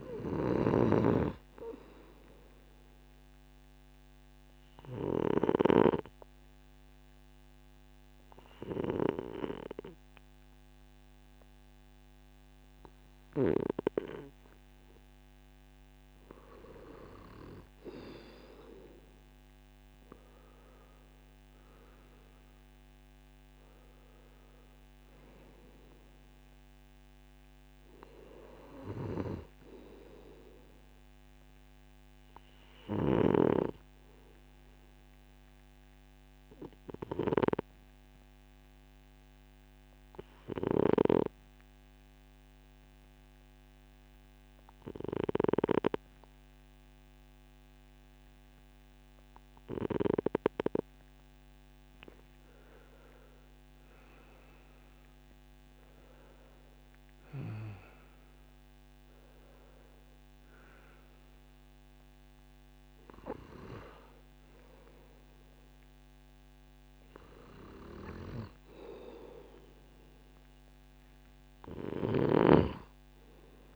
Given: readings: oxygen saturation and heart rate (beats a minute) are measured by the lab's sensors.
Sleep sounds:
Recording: breathing in sleep by a microphone on the trachea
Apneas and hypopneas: 2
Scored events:
3.50-15.00 s: obstructive apnea (oxygen 96% before, 92% lowest, heart rate 36 before, 38 extreme, up 12 after)
17.00-20.00 s: arousal
34.00-51.00 s: obstructive apnea (oxygen 95% before, 92% lowest, heart rate 48 before, 28 extreme, up 21 after)
52.00-56.00 s: arousal
From the record:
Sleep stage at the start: N2 (light sleep)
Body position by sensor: on the right side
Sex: male

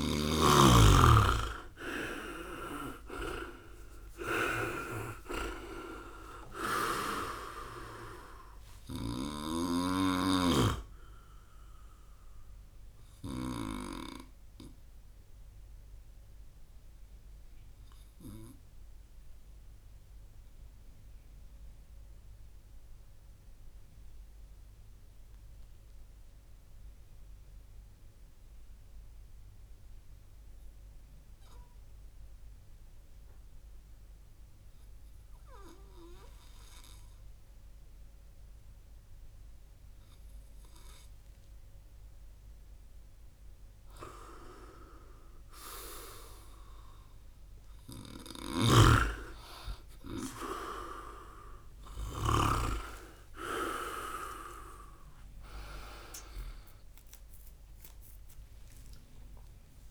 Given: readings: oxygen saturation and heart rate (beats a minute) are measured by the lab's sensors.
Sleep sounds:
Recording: breathing in sleep by a room microphone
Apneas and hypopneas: 1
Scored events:
4.50-13.50 s: snoring (device-marked)
13.50-41.50 s: obstructive apnea (oxygen 99% before, 96% lowest)
48.00-52.00 s: snoring (device-marked)
53.50-59.00 s: arousal
From the record:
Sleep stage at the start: N2 (light sleep)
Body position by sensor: on the right side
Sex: male

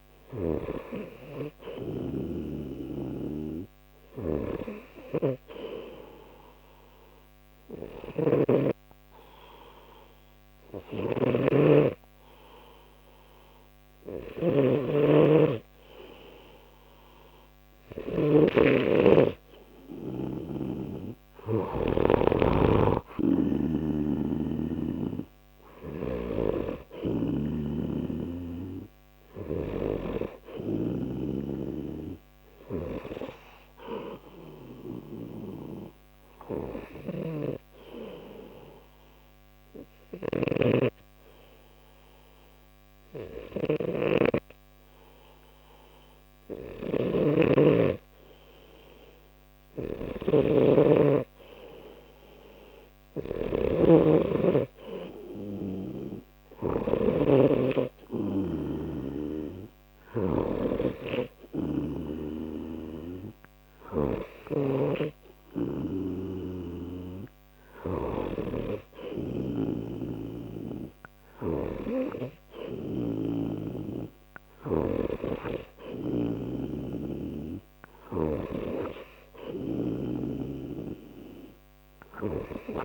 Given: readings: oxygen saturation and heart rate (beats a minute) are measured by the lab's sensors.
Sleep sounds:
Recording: breathing in sleep by a microphone on the trachea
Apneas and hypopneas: 2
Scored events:
0.00-1.00 s: snoring (device-marked)
0.00-3.50 s: arousal
3.00-18.50 s: snoring (device-marked)
7.50-18.50 s: hypopnea (oxygen 94% before, 91% lowest, heart rate 52 before, 28 extreme, up 9 after)
23.00-30.00 s: snoring (device-marked)
25.50-28.00 s: arousal
35.00-47.50 s: hypopnea (oxygen 94% before, 91% lowest, heart rate 54 before, 38 extreme, up 37 after)
37.00-57.00 s: snoring (device-marked)
50.00-52.50 s: arousal
58.00-71.00 s: oxygen desaturation (device-marked, oxygen 95% before, 91% lowest, heart rate 77 before, 28 extreme)
64.00-75.00 s: snoring (device-marked)
79.50-82.85 s: snoring (device-marked)
From the record:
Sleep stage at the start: N2 (light sleep)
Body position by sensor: on the right side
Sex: male

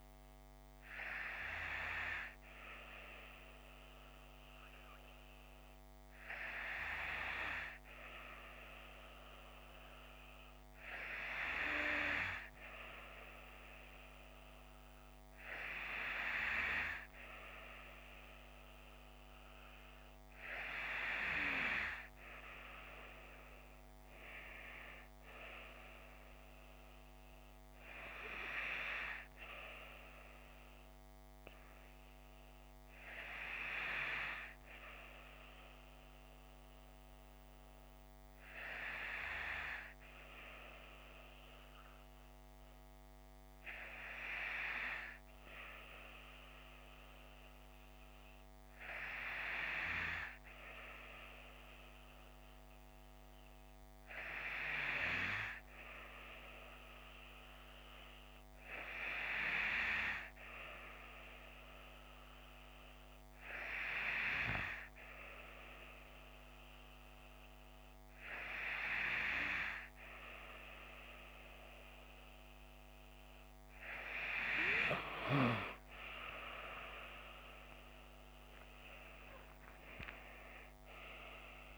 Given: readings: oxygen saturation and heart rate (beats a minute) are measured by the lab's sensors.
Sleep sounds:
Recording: breathing in sleep by a microphone on the trachea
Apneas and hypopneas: none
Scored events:
24.00-27.00 s: arousal
76.50-81.50 s: arousal
From the record:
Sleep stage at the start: N2 (light sleep)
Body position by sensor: on the left side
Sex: female

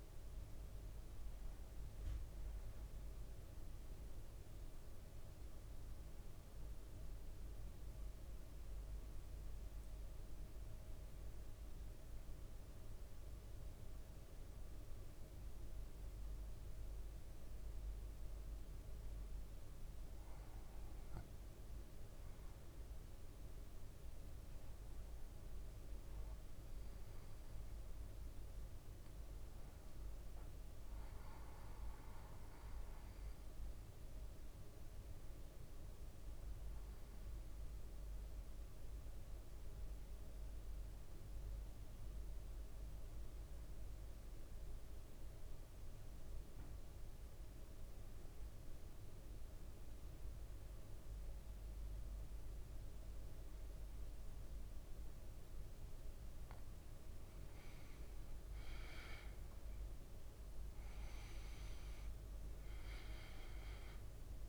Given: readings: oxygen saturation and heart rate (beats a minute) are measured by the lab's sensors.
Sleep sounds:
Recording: breathing in sleep, hard to hear, by a room microphone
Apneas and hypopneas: 2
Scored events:
0.00-8.50 s: oxygen desaturation (device-marked, oxygen 93% lowest, heart rate 55 extreme)
3.00-18.50 s: central apnea (oxygen 99% before, 93% lowest, heart rate 58 before, 54 extreme, up 2 after)
20.00-24.50 s: arousal
37.50-55.50 s: central apnea (oxygen 100% before, 93% lowest, heart rate 56 before, 55 extreme, up 5 after)
58.00-62.00 s: arousal
62.50-64.49 s: oxygen desaturation (device-marked, oxygen 99% before, 93% lowest, heart rate 57 before, 56 extreme)
From the record:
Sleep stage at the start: N2 (light sleep)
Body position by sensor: on the back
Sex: male

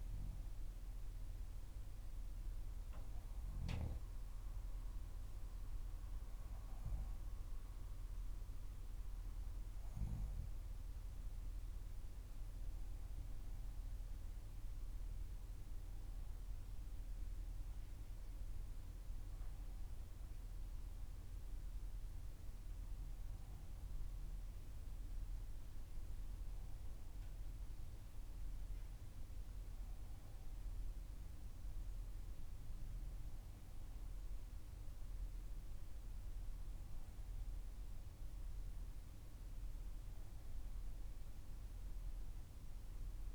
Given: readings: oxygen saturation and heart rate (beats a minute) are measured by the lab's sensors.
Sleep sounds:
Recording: breathing in sleep, hard to hear, by a room microphone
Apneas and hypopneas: none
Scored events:
none scored
From the record:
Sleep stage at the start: N2 (light sleep)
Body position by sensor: on the back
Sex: female

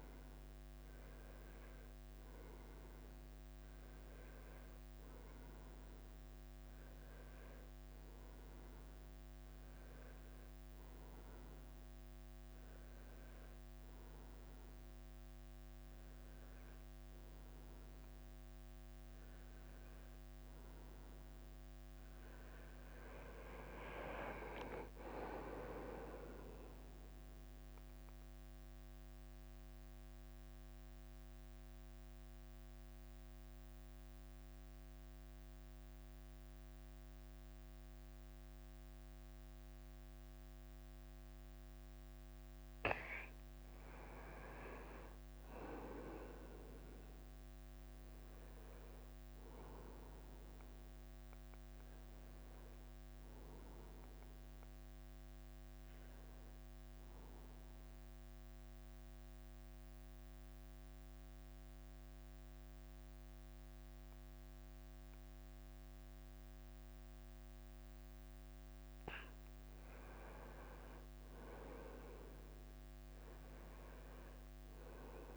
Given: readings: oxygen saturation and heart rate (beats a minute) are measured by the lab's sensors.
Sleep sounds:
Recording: breathing in sleep by a microphone on the trachea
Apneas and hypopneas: 2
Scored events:
22.50-25.50 s: arousal
28.00-43.50 s: central apnea (oxygen 95% before, 92% lowest, heart rate 92 before, 86 extreme, up 0 after)
35.50-75.37 s: new sleep stage, N2 (light sleep)
48.50-52.50 s: arousal
58.50-71.00 s: mixed apnea (oxygen 95% before, 92% lowest, heart rate 89 before, 89 extreme, up 2 after)
73.50-75.37 s: arousal
From the record:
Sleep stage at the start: N1 (lightest sleep)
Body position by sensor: on the front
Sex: male

